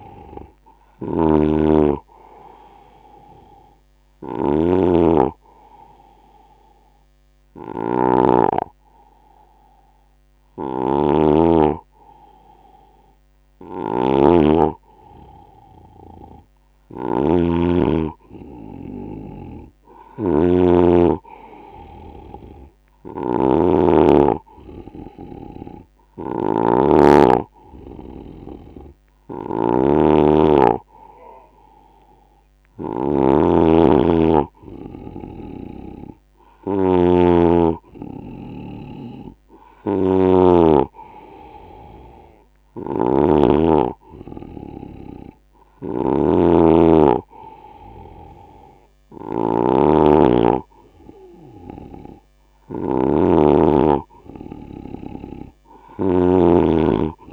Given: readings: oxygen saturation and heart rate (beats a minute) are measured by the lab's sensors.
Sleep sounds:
breathing in sleep by a microphone on the trachea; 1
0.00-9.50 s: oxygen desaturation (device-marked, oxygen 89% lowest, heart rate 72 extreme)
0.50-56.00 s: snoring (device-marked)
4.50-15.00 s: hypopnea (oxygen 95% before, 89% lowest, heart rate 91 before, 72 extreme, up 9 after)
17.50-20.00 s: arousal
From the record:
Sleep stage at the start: N2 (light sleep); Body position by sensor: on the right side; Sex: male

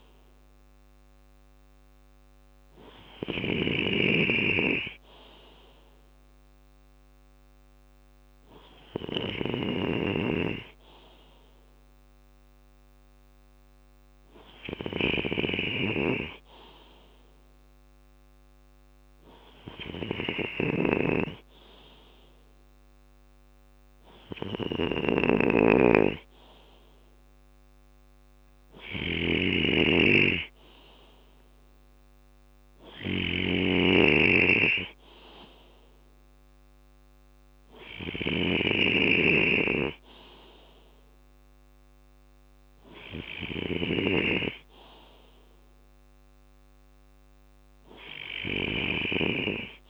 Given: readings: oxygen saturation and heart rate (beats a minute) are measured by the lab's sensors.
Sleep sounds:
breathing in sleep by a microphone on the trachea; none
0.00-4.00 s: bradycardia (device-marked, heart rate 56 extreme)
0.00-5.00 s: drop in pulse transit time (device-marked, heart rate 56 extreme)
0.00-49.90 s: snoring (device-marked)
33.00-40.00 s: bradycardia (device-marked, heart rate 61 before, 57 extreme)
46.00-49.90 s: new sleep stage, N2 (light sleep)
From the record:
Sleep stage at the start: N3 (deep sleep); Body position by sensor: on the left side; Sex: male

